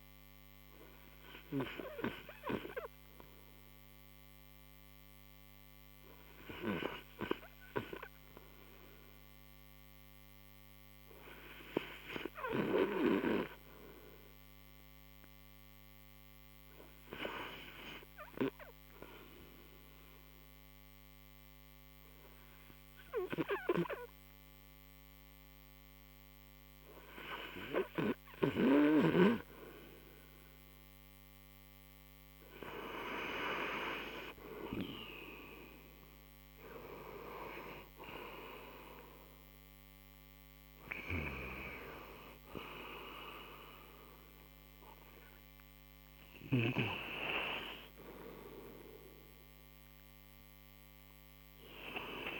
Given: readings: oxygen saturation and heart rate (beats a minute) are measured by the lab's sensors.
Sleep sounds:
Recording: breathing in sleep by a microphone on the trachea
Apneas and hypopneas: 1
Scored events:
2.00-19.00 s: oxygen desaturation (device-marked, oxygen 98% before, 92% lowest, heart rate 67 before, 45 extreme)
14.00-30.50 s: hypopnea (oxygen 100% before, 90% lowest, heart rate 70 before, 45 extreme, up 52 after)
28.00-35.00 s: oxygen desaturation (device-marked, oxygen 94% before, 90% lowest, heart rate 69 before, 49 extreme)
34.00-37.50 s: arousal
From the record:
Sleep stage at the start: N2 (light sleep)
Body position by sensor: on the right side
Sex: male

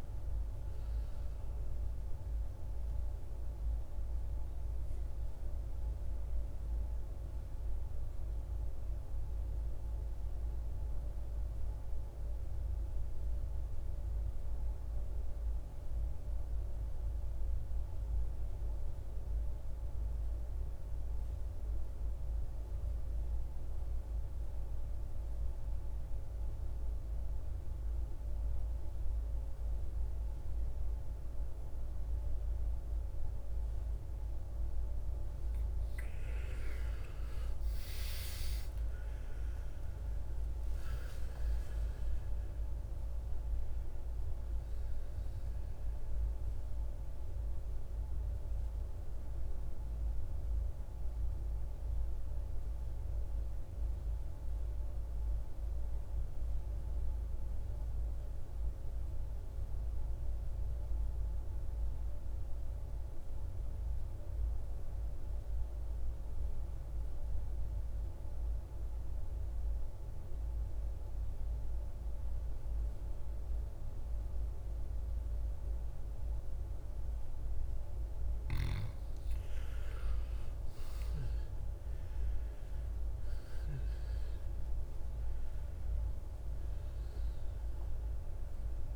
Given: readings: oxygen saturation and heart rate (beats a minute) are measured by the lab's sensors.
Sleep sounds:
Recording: breathing in sleep, hard to hear, by a room microphone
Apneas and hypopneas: 2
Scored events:
0.00-14.50 s: oxygen desaturation (device-marked, oxygen 87% lowest, heart rate 52 extreme)
6.50-34.00 s: obstructive apnea (oxygen 98% before, 83% lowest, heart rate 66 before, 52 extreme, up 17 after)
30.50-60.50 s: oxygen desaturation (device-marked, oxygen 98% before, 83% lowest, heart rate 56 before, 53 extreme)
36.50-40.00 s: arousal
49.50-79.50 s: mixed apnea (oxygen 98% before, 83% lowest, heart rate 71 before, 53 extreme, up 18 after)
77.50-88.96 s: oxygen desaturation (device-marked, oxygen 99% before, 85% lowest, heart rate 56 before, 53 extreme)
81.00-85.00 s: arousal
From the record:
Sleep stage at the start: N2 (light sleep)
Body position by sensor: on the right side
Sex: male

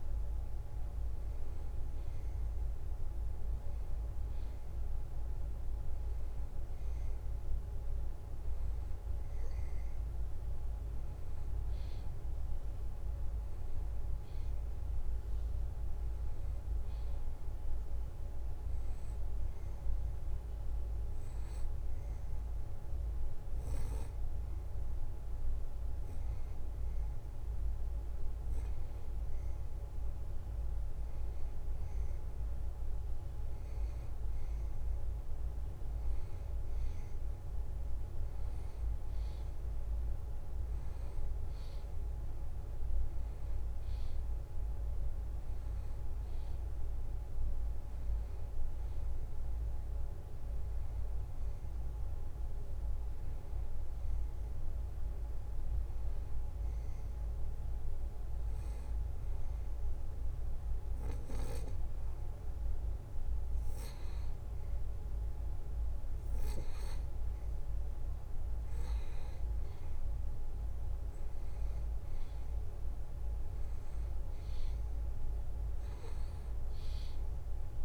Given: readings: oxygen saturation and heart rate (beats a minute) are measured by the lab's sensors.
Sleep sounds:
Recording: breathing in sleep, hard to hear, by a room microphone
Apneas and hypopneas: none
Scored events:
none scored
From the record:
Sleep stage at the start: N2 (light sleep)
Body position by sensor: on the back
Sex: male

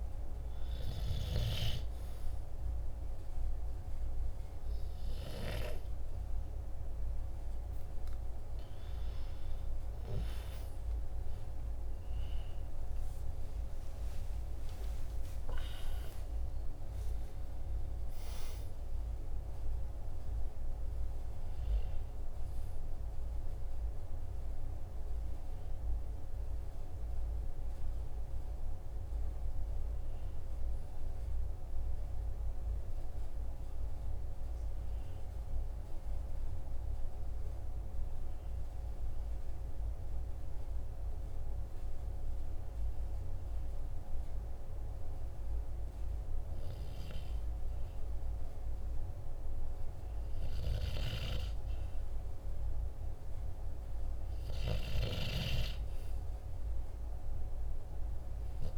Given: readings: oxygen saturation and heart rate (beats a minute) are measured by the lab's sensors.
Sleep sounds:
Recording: breathing in sleep by a room microphone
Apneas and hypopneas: 1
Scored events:
12.00-16.50 s: arousal
35.00-46.50 s: hypopnea (oxygen 96% before, 94% lowest, heart rate 51 before, 47 extreme, up 1 after)
48.50-52.50 s: arousal
From the record:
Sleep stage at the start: N2 (light sleep)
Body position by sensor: on the back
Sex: male

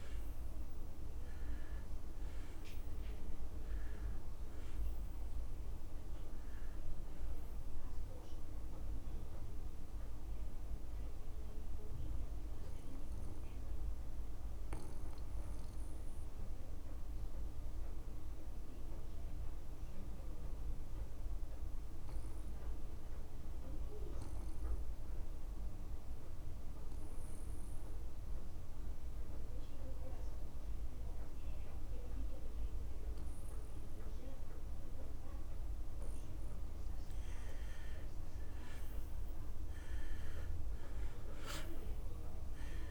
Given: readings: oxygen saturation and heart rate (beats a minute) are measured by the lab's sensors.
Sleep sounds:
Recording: breathing in sleep, hard to hear, by a room microphone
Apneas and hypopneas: 1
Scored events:
0.00-21.00 s: oxygen desaturation (device-marked, oxygen 88% lowest)
10.50-37.50 s: mixed apnea (oxygen 99% before, 86% lowest)
37.00-42.91 s: oxygen desaturation (device-marked, oxygen 98% before, 86% lowest)
40.50-42.91 s: arousal
From the record:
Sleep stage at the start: N2 (light sleep)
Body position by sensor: on the back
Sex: male

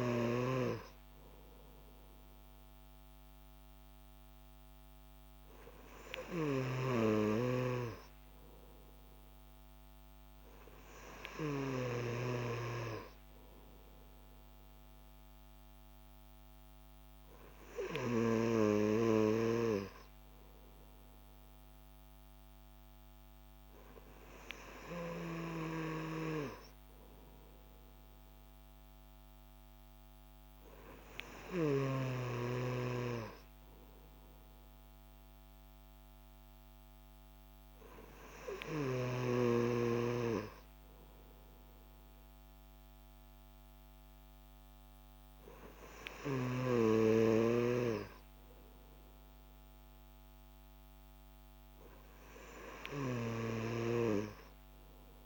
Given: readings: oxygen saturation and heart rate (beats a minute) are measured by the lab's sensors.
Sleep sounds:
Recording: breathing in sleep by a microphone on the trachea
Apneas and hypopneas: none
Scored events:
none scored
From the record:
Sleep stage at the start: N3 (deep sleep)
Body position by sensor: on the back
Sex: male

